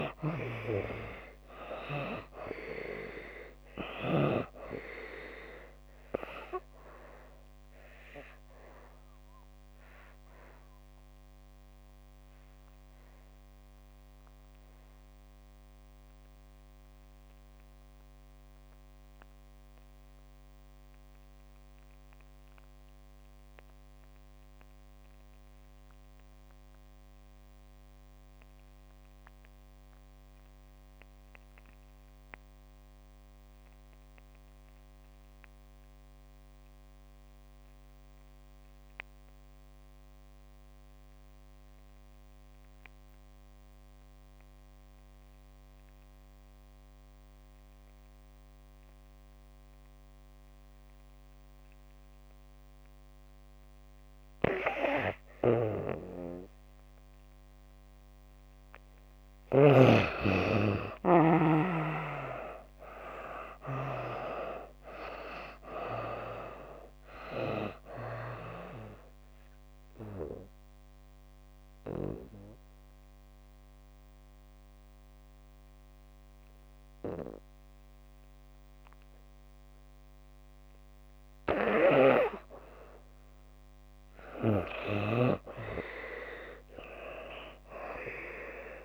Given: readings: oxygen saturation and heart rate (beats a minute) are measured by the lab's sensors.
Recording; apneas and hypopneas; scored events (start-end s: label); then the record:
breathing in sleep by a microphone on the trachea; 2
0.00-27.50 s: oxygen desaturation (device-marked, oxygen 68% lowest)
7.50-58.00 s: obstructive apnea (oxygen 96% before, 55% lowest)
29.50-88.50 s: oxygen desaturation (device-marked, oxygen 94% before, 55% lowest)
60.00-63.00 s: arousal
68.50-81.00 s: obstructive apnea (oxygen 83% before, 55% lowest)
84.00-87.50 s: arousal
From the record:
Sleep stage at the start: N2 (light sleep); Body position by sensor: on the back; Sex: female